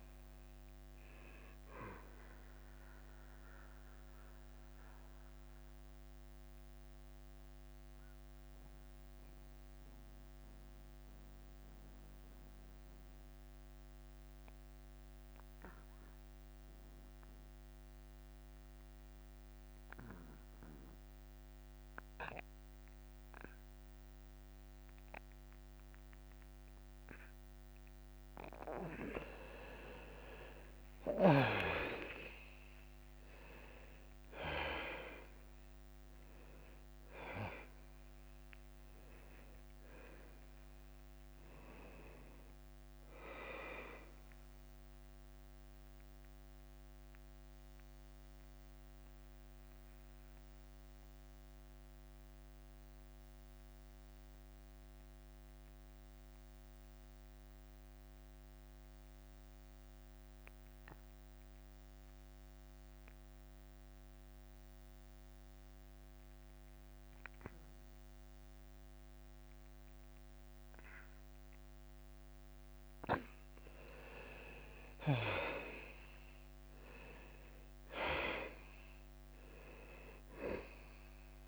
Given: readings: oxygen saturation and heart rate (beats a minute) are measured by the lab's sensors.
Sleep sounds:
breathing in sleep by a microphone on the trachea; 2
0.00-7.50 s: drop in pulse transit time (device-marked, heart rate 94 extreme)
0.00-20.50 s: oxygen desaturation (device-marked, oxygen 82% lowest, heart rate 91 extreme)
3.50-31.50 s: mixed apnea (oxygen 98% before, 82% lowest, heart rate 94 before, 91 extreme, up 5 after)
31.50-61.50 s: oxygen desaturation (device-marked, oxygen 98% before, 82% lowest, heart rate 95 before, 90 extreme)
32.00-36.50 s: arousal
34.50-47.50 s: drop in pulse transit time (device-marked, heart rate 94 before, 92 extreme)
46.00-73.50 s: mixed apnea (oxygen 98% before, 82% lowest, heart rate 94 before, 90 extreme, up 2 after)
74.50-81.48 s: oxygen desaturation (device-marked, oxygen 98% before, 84% lowest, heart rate 92 before, 91 extreme)
75.00-79.00 s: arousal
77.50-81.48 s: drop in pulse transit time (device-marked, heart rate 92 before, 93 extreme)
From the record:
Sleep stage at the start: N2 (light sleep); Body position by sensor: on the back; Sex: male

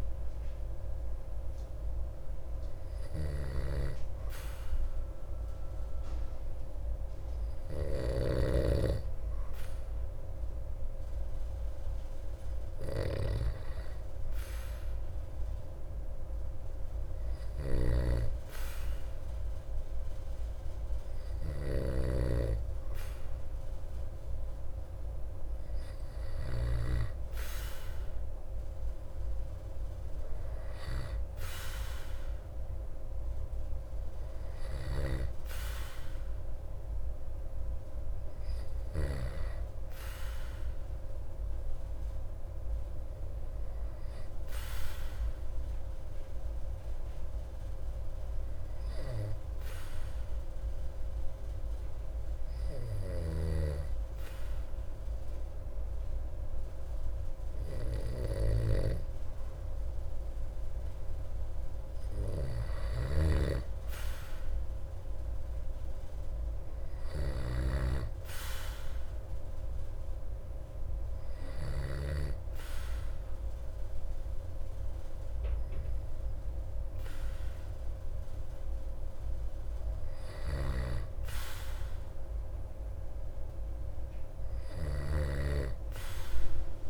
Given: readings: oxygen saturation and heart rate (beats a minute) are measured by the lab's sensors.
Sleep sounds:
breathing in sleep by a room microphone; 1
3.00-8.50 s: snoring (device-marked)
17.50-27.00 s: snoring (device-marked)
46.50-60.50 s: hypopnea (oxygen 96% before, 94% lowest)
53.00-72.00 s: snoring (device-marked)
63.00-68.00 s: arousal
80.50-85.00 s: snoring (device-marked)
From the record:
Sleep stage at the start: N2 (light sleep); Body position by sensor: on the back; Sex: male

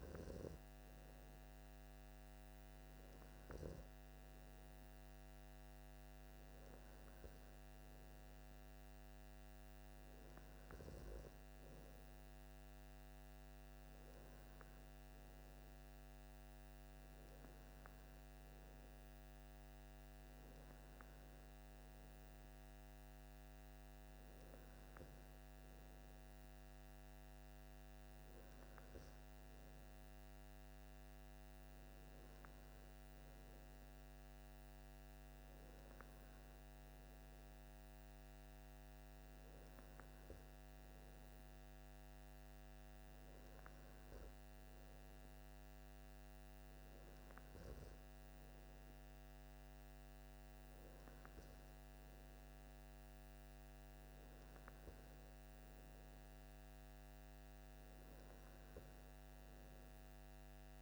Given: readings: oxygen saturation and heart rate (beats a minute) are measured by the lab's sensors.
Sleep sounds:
breathing in sleep, hard to hear, by a microphone on the trachea; none
none scored
From the record:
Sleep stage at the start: N3 (deep sleep); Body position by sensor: on the left side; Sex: male

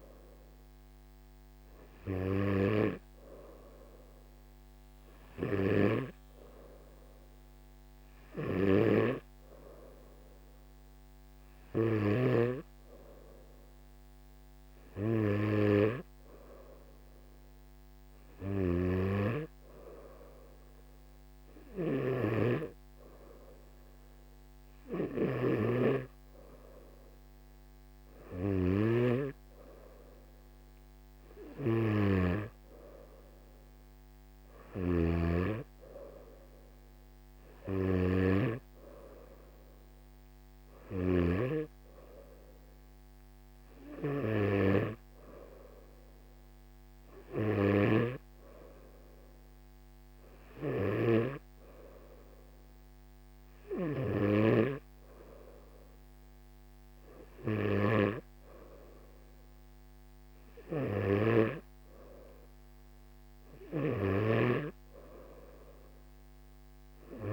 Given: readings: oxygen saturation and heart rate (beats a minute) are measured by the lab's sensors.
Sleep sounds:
breathing in sleep by a microphone on the trachea; none
21.50-54.00 s: snoring (device-marked)
64.00-67.33 s: snoring (device-marked)
From the record:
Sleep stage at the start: N2 (light sleep); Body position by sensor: on the back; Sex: male

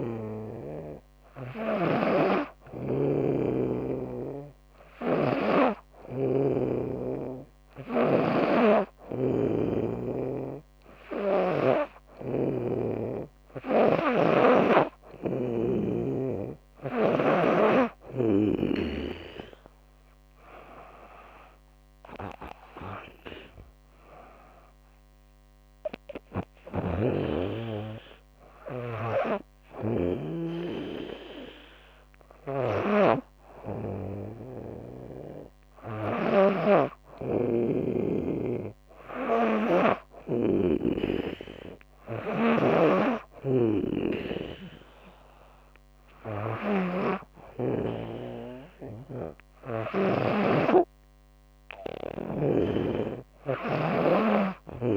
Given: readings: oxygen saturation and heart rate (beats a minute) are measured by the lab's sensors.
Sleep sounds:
breathing in sleep by a microphone on the trachea; none
0.00-5.00 s: snoring (device-marked)
14.50-18.00 s: snoring (device-marked)
26.00-29.50 s: snoring (device-marked)
31.50-39.50 s: snoring (device-marked)
41.50-49.50 s: snoring (device-marked)
From the record:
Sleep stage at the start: N2 (light sleep); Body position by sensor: on the back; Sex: female

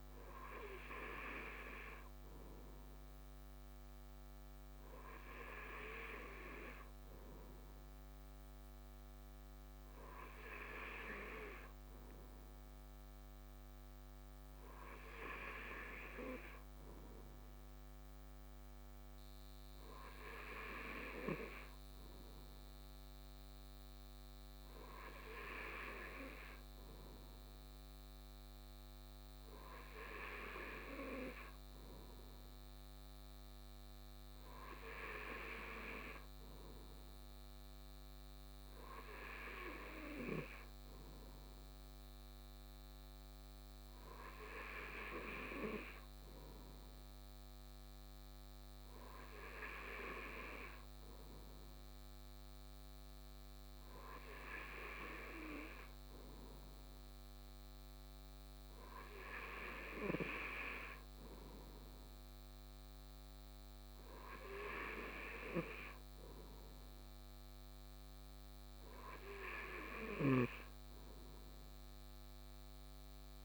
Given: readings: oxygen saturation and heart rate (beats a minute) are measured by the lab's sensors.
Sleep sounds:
breathing in sleep by a microphone on the trachea; none
none scored
From the record:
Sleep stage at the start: N2 (light sleep); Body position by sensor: on the right side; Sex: male

